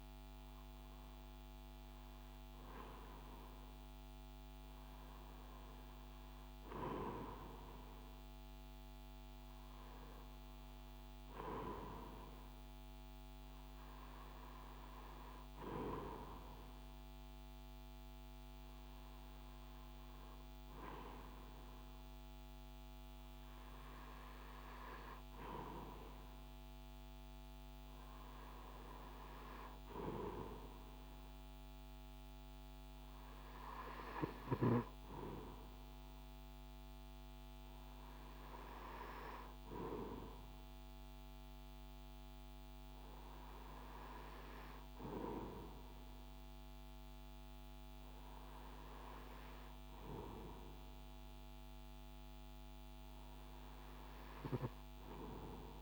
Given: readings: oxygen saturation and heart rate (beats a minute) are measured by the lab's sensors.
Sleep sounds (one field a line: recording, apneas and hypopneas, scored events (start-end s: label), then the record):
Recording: breathing in sleep by a microphone on the trachea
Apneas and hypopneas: none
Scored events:
none scored
From the record:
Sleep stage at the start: REM sleep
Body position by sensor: on the right side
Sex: male